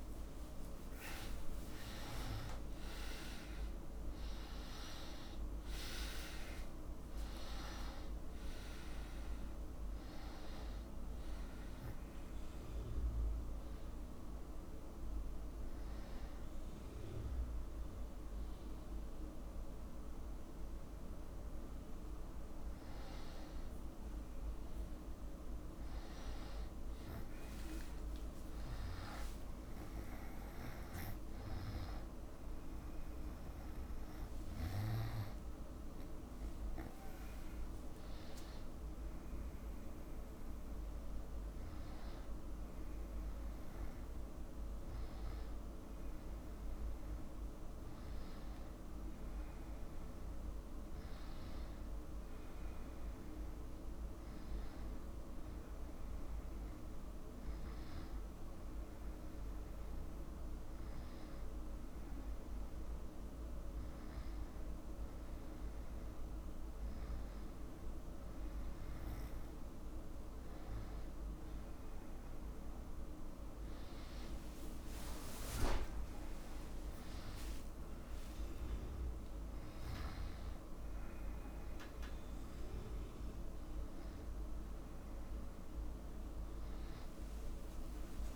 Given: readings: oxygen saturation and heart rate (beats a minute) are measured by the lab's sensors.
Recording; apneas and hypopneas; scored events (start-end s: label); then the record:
a person partly awake in a sleep study, hard to hear, by a room microphone; none
0.00-2.00 s: tachycardia (device-marked, heart rate 143 extreme)
11.00-71.00 s: new sleep stage, N1 (lightest sleep)
30.50-35.00 s: arousal
31.00-33.00 s: tachycardia (device-marked, heart rate 83 before, 96 extreme)
39.00-46.00 s: oxygen desaturation (device-marked, oxygen 99% before, 95% lowest, heart rate 79 before, 62 extreme)
71.00-88.36 s: new sleep stage, awake
75.00-80.00 s: tachycardia (device-marked, heart rate 85 before, 111 extreme)
87.00-88.36 s: tachycardia (device-marked, heart rate 87 before, 106 extreme)
From the record:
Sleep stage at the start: awake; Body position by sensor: on the back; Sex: male